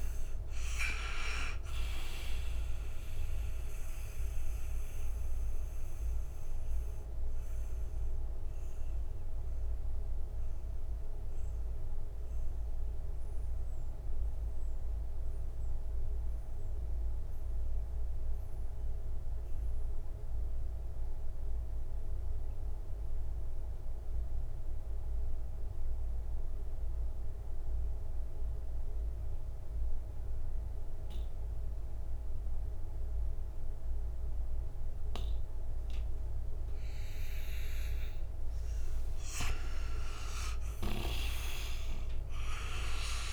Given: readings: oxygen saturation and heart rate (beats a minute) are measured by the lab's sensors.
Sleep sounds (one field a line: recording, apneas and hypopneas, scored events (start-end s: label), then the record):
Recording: breathing in sleep by a room microphone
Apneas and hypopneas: 1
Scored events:
0.00-25.50 s: oxygen desaturation (device-marked, oxygen 76% lowest, heart rate 58 extreme)
3.50-37.50 s: mixed apnea (oxygen 98% before, 76% lowest, heart rate 72 before, 58 extreme, up 27 after)
38.00-43.00 s: arousal
41.50-43.33 s: oxygen desaturation (device-marked, oxygen 98% before, 81% lowest, heart rate 65 before, 60 extreme)
From the record:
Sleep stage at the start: N2 (light sleep)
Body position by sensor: on the right side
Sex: male